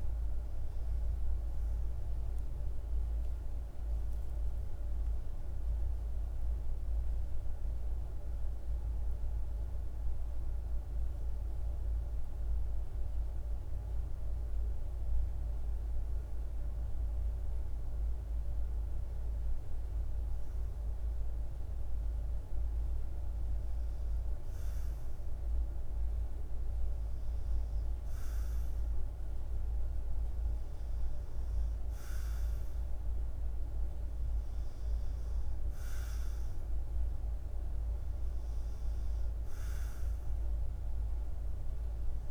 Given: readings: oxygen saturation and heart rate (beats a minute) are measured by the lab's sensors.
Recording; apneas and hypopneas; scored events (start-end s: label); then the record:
breathing in sleep, hard to hear, by a room microphone; 1
0.00-2.00 s: oxygen desaturation (device-marked, oxygen 93% lowest, heart rate 30 extreme)
7.00-21.00 s: hypopnea (oxygen 99% before, 94% lowest, heart rate 45 before, 52 extreme, up 1 after)
23.00-27.00 s: arousal
27.00-42.31 s: oxygen desaturation (device-marked, oxygen 98% before, 94% lowest, heart rate 53 before, 51 extreme)
From the record:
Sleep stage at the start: REM sleep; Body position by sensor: on the back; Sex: male